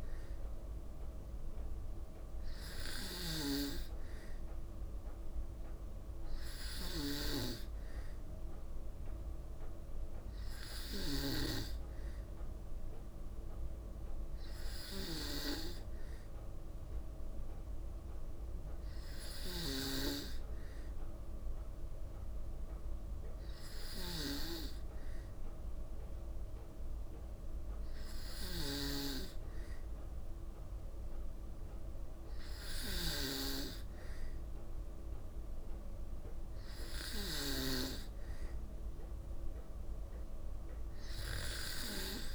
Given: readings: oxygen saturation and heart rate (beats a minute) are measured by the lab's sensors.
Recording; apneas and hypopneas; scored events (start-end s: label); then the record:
breathing in sleep by a room microphone; none
2.50-11.00 s: snoring (device-marked)
23.50-33.00 s: snoring (device-marked)
From the record:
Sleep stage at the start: N2 (light sleep); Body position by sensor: on the back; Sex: female